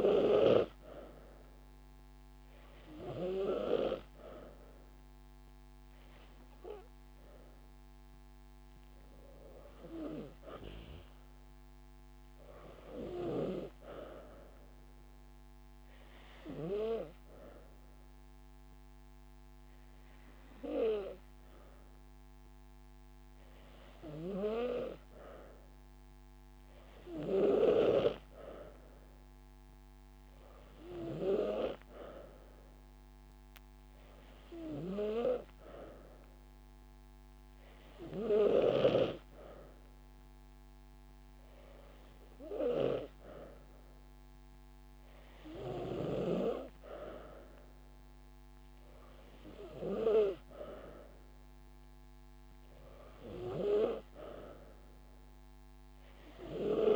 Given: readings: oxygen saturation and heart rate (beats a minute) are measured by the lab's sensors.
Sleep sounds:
breathing in sleep by a microphone on the trachea; 1
6.00-8.00 s: long interval between heartbeats (device-marked)
15.00-26.00 s: hypopnea (oxygen 95% before, 92% lowest)
29.00-32.50 s: arousal
33.00-35.00 s: long interval between heartbeats (device-marked)
46.50-52.50 s: drop in pulse transit time (device-marked)
47.00-49.00 s: long interval between heartbeats (device-marked)
52.00-54.00 s: long interval between heartbeats (device-marked)
From the record:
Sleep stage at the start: N2 (light sleep); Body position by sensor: on the back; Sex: female

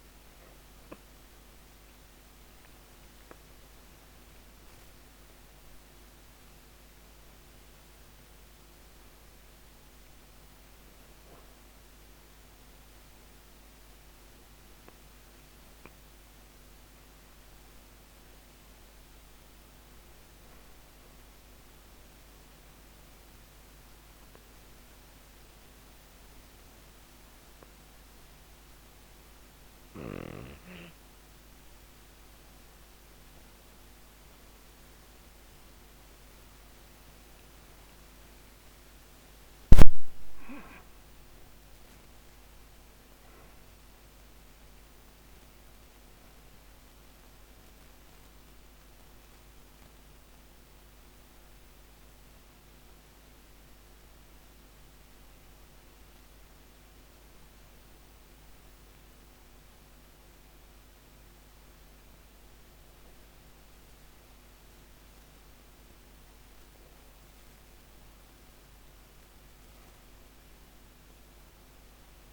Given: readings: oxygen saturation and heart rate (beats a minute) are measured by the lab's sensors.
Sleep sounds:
breathing in sleep, hard to hear, by a microphone on the trachea; 1
13.00-29.00 s: obstructive apnea (oxygen 97% before, 93% lowest, heart rate 137 before, 113 extreme, up 33 after)
32.00-36.00 s: arousal
66.50-71.00 s: arousal
From the record:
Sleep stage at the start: N2 (light sleep); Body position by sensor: on the back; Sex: female

